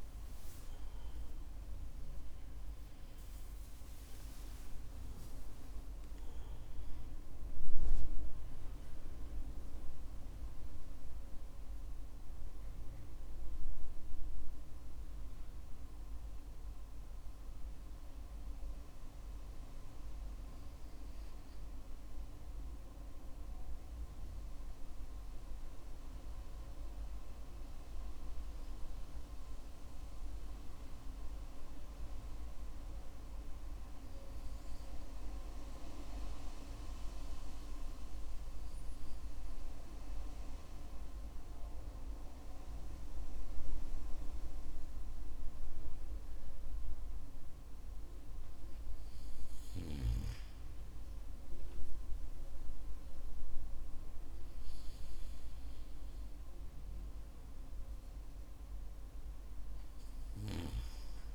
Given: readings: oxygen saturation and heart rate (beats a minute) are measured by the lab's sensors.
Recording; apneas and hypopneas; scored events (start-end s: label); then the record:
breathing in sleep, hard to hear, by a room microphone; 1
0.00-3.00 s: arousal
0.00-4.50 s: oxygen desaturation (device-marked, oxygen 92% lowest, heart rate 55 extreme)
1.50-7.50 s: tachycardia (device-marked, heart rate 60 before, 120 extreme)
18.50-39.50 s: hypopnea (oxygen 95% before, 91% lowest, heart rate 86 before, 52 extreme, up 8 after)
44.00-47.50 s: arousal
From the record:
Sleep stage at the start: N2 (light sleep); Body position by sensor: on the back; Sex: male